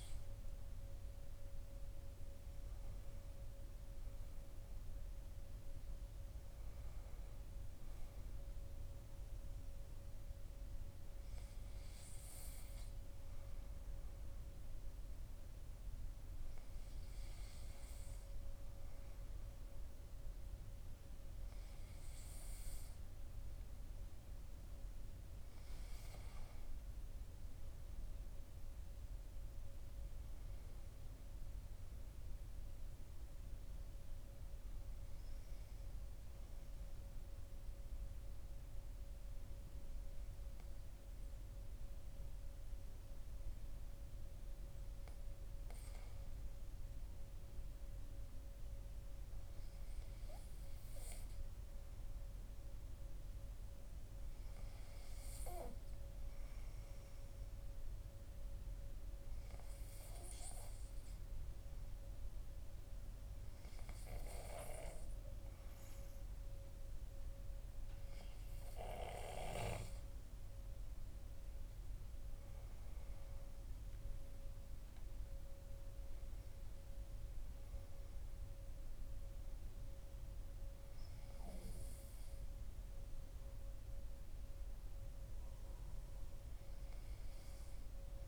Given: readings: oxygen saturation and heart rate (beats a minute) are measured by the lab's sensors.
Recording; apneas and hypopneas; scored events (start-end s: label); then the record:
breathing in sleep, hard to hear, by a room microphone; 2
35.50-45.50 s: obstructive apnea (oxygen 97% before, 96% lowest, heart rate 55 before, 46 extreme, up 9 after)
48.50-51.50 s: arousal
57.50-68.50 s: hypopnea (oxygen 97% before, 95% lowest, heart rate 53 before, 44 extreme, up 16 after)
71.00-75.50 s: arousal
From the record:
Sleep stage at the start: N2 (light sleep); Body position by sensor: on the back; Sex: male